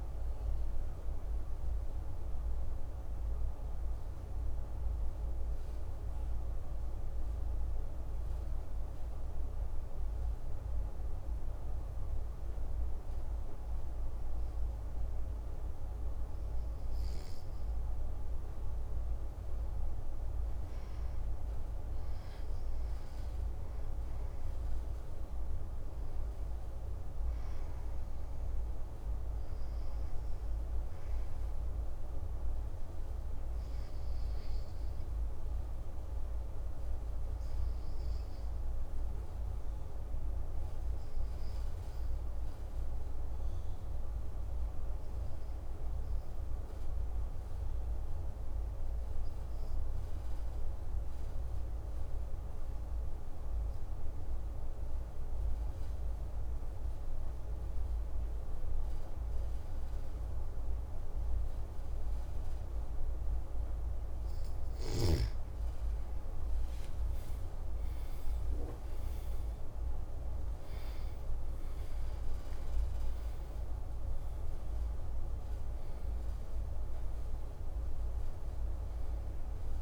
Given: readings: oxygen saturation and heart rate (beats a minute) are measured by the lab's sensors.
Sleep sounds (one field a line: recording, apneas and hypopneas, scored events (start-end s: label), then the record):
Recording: breathing in sleep, hard to hear, by a room microphone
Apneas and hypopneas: 2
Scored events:
1.00-18.00 s: mixed apnea (oxygen 98% before, 91% lowest)
19.50-23.50 s: arousal
35.00-64.00 s: obstructive apnea (oxygen 98% before, 90% lowest)
66.50-71.50 s: arousal
66.50-79.82 s: oxygen desaturation (device-marked, oxygen 97% before, 90% lowest)
From the record:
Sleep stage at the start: N2 (light sleep)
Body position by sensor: on the back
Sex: male